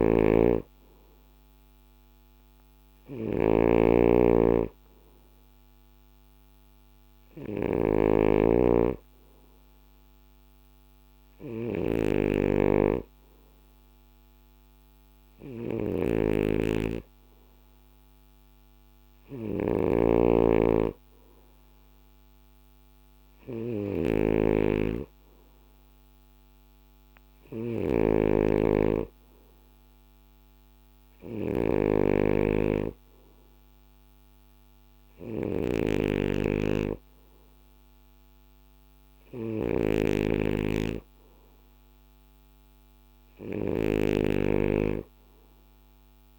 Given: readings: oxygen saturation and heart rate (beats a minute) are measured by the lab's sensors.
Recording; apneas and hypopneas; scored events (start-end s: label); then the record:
breathing in sleep by a microphone on the trachea; none
0.00-46.39 s: snoring (device-marked)
From the record:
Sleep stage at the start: N2 (light sleep); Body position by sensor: on the back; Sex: male